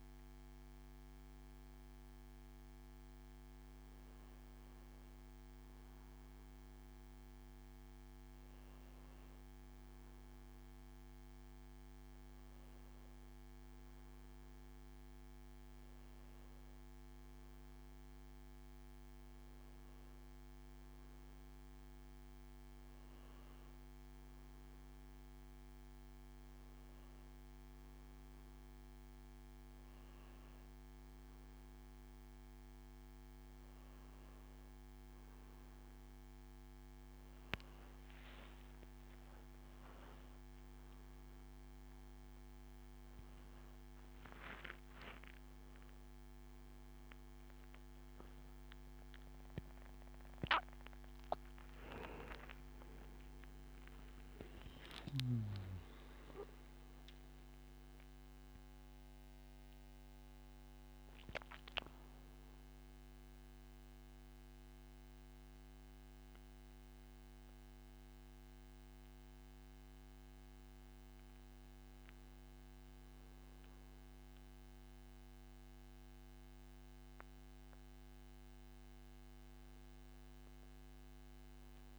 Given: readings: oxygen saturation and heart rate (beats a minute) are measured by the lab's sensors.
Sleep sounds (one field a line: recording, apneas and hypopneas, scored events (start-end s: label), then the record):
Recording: breathing in sleep by a microphone on the trachea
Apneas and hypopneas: none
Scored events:
0.00-6.50 s: oxygen desaturation (device-marked, oxygen 91% lowest, heart rate 80 extreme)
46.50-81.99 s: new sleep stage, N2 (light sleep)
48.50-54.50 s: arousal
77.50-81.99 s: oxygen desaturation (device-marked, oxygen 99% before, 93% lowest)
From the record:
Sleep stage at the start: N1 (lightest sleep)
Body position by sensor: on the back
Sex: male